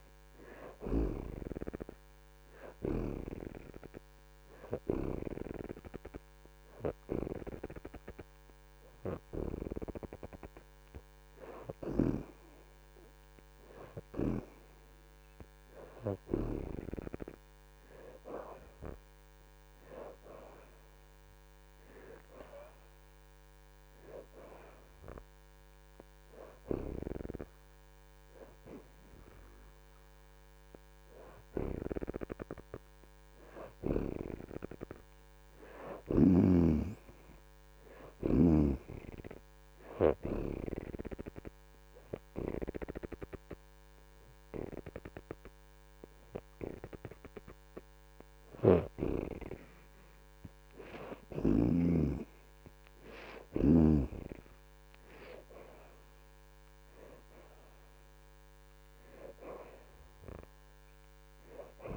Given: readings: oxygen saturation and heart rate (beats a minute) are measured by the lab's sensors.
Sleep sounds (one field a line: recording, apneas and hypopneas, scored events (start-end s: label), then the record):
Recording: breathing in sleep by a microphone on the trachea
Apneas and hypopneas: 1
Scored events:
13.00-27.00 s: oxygen desaturation (device-marked, oxygen 73% before, 62% lowest)
32.00-46.00 s: oxygen desaturation (device-marked, oxygen 71% before, 63% lowest)
40.00-51.00 s: hypopnea (oxygen 73% before, 60% lowest)
51.00-61.97 s: oxygen desaturation (device-marked, oxygen 70% before, 64% lowest)
54.50-57.50 s: arousal
From the record:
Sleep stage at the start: N2 (light sleep)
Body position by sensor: on the back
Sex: female